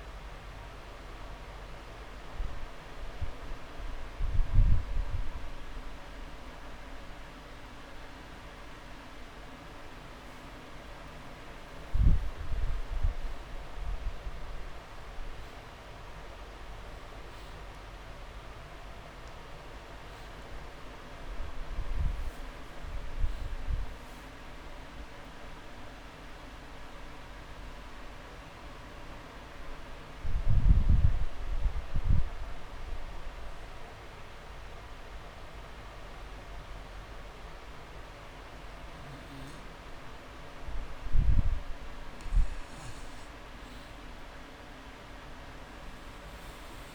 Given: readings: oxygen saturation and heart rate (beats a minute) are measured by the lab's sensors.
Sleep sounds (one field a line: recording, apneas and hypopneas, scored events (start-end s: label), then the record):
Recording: breathing in sleep, hard to hear, by a room microphone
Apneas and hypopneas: 1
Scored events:
0.00-10.50 s: oxygen desaturation (device-marked, oxygen 91% lowest)
18.50-22.50 s: arousal
29.00-41.00 s: obstructive apnea (oxygen 98% before, 91% lowest)
44.50-46.95 s: arousal
From the record:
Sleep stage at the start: N2 (light sleep)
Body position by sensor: on the back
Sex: male